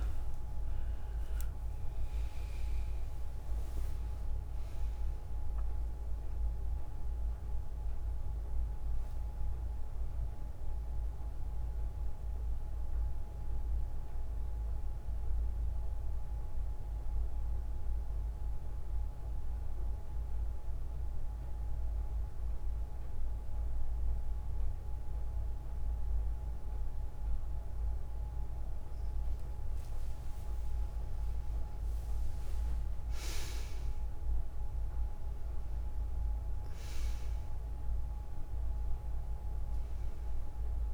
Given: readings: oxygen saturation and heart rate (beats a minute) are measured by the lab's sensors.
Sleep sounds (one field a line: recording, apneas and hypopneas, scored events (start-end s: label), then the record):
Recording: breathing in sleep, hard to hear, by a room microphone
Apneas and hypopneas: 1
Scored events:
0.00-20.00 s: oxygen desaturation (device-marked, oxygen 92% lowest, heart rate 52 extreme)
12.00-40.94 s: new sleep stage, N2 (light sleep)
12.50-28.50 s: obstructive apnea (oxygen 99% before, 91% lowest, heart rate 66 before, 52 extreme, up 24 after)
30.00-32.00 s: long interval between heartbeats (device-marked, heart rate 57 before, 70 extreme)
30.00-34.00 s: arousal
36.00-40.94 s: oxygen desaturation (device-marked, oxygen 99% before, 94% lowest, heart rate 61 before, 51 extreme)
From the record:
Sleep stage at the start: N1 (lightest sleep)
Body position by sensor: on the right side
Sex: female